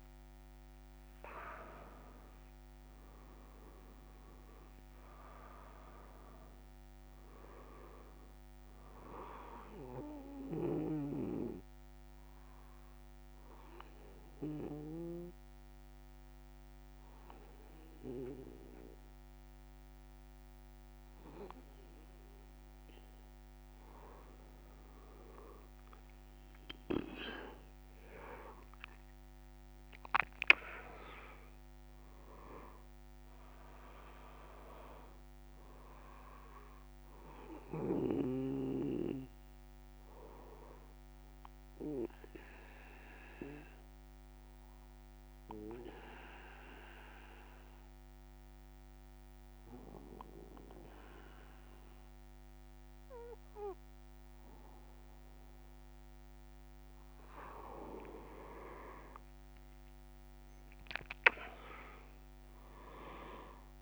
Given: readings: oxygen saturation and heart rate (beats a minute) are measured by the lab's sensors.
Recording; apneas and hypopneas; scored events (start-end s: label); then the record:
breathing in sleep by a microphone on the trachea; 2
11.00-24.50 s: obstructive apnea (oxygen 99% before, 94% lowest)
34.00-50.00 s: oxygen desaturation (device-marked, oxygen 97% before, 94% lowest)
41.00-57.00 s: obstructive apnea (oxygen 97% before, 94% lowest)
From the record:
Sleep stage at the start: N1 (lightest sleep); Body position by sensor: on the back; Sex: male